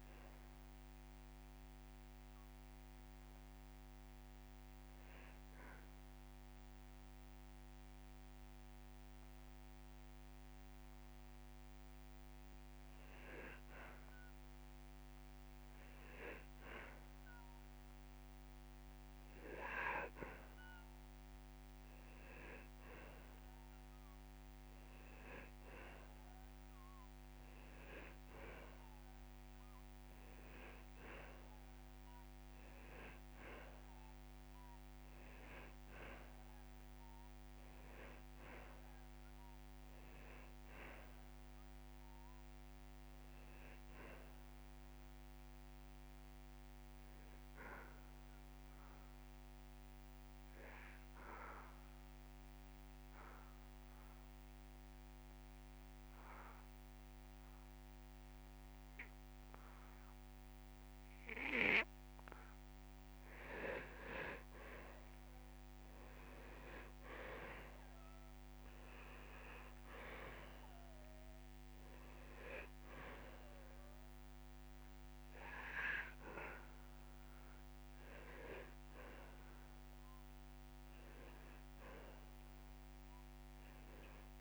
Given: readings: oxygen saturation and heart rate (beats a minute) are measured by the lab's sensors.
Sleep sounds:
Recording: breathing in sleep by a microphone on the trachea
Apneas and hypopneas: 2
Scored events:
0.00-28.50 s: oxygen desaturation (device-marked, oxygen 89% lowest)
1.00-14.00 s: hypopnea (oxygen 97% before, 89% lowest)
16.00-18.50 s: arousal
41.50-44.50 s: arousal
48.00-63.00 s: obstructive apnea (oxygen 99% before, 88% lowest)
66.00-69.50 s: arousal
69.50-84.41 s: oxygen desaturation (device-marked, oxygen 97% before, 88% lowest)
From the record:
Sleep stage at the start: N2 (light sleep)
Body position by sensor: on the back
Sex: male

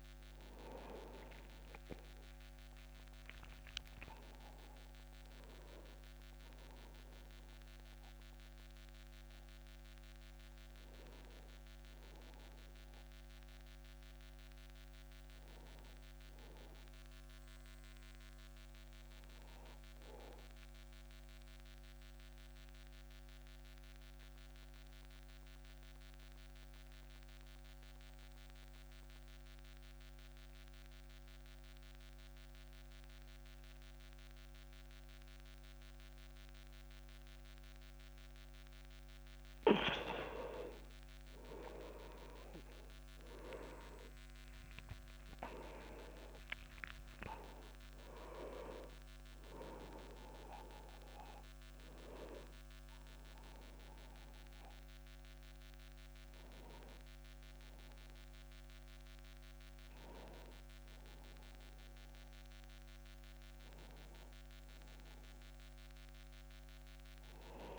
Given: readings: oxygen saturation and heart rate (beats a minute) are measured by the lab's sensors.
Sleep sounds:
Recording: breathing in sleep by a microphone on the trachea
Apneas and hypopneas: 1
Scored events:
0.00-18.00 s: oxygen desaturation (device-marked, oxygen 89% lowest, heart rate 25 extreme)
19.50-39.50 s: obstructive apnea (oxygen 98% before, 91% lowest, heart rate 46 before, 34 extreme, up 38 after)
40.00-65.00 s: oxygen desaturation (device-marked, oxygen 99% before, 91% lowest, heart rate 69 before, 33 extreme)
41.50-46.00 s: arousal
43.00-46.00 s: tachycardia (device-marked, heart rate 56 before, 88 extreme)
From the record:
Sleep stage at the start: N2 (light sleep)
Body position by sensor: on the back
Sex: male

